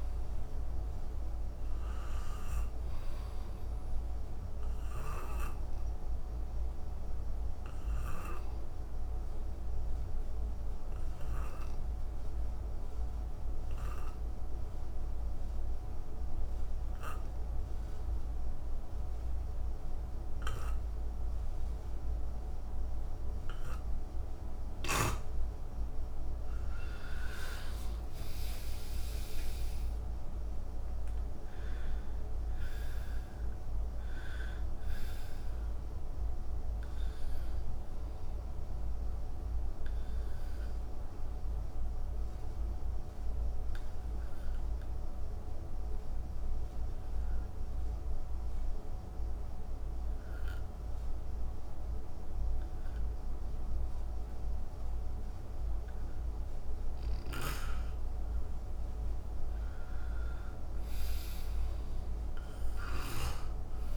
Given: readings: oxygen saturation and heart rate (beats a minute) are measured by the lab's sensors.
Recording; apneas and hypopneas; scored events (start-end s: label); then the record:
breathing in sleep, hard to hear, by a room microphone; 2
0.00-14.50 s: oxygen desaturation (device-marked, oxygen 89% lowest, heart rate 67 extreme)
8.00-24.00 s: obstructive apnea (oxygen 95% before, 83% lowest, heart rate 69 before, 60 extreme, up 11 after)
20.50-45.50 s: oxygen desaturation (device-marked, oxygen 94% before, 83% lowest, heart rate 69 before, 60 extreme)
27.00-31.50 s: arousal
39.00-57.50 s: obstructive apnea (oxygen 94% before, 83% lowest, heart rate 73 before, 61 extreme, up 8 after)
59.00-62.50 s: arousal
62.50-63.97 s: oxygen desaturation (device-marked, oxygen 98% before, 88% lowest, heart rate 65 before, 62 extreme)
From the record:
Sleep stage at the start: N2 (light sleep); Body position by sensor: on the back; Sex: male